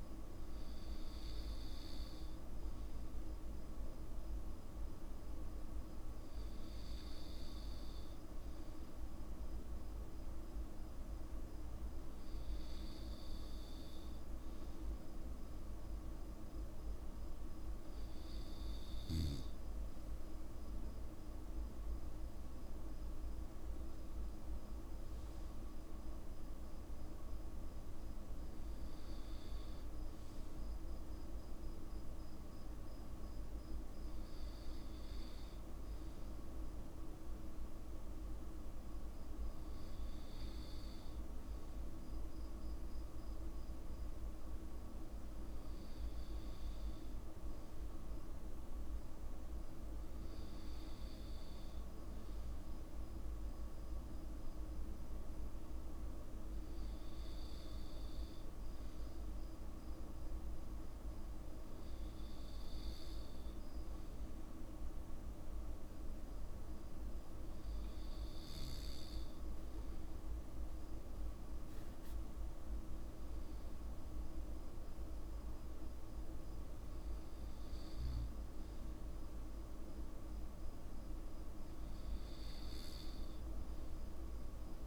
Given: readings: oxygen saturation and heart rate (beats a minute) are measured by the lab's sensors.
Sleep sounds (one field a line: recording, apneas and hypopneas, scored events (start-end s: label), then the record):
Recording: breathing in sleep, hard to hear, by a room microphone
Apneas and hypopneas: none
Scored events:
none scored
From the record:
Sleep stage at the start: N2 (light sleep)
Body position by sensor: on the back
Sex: male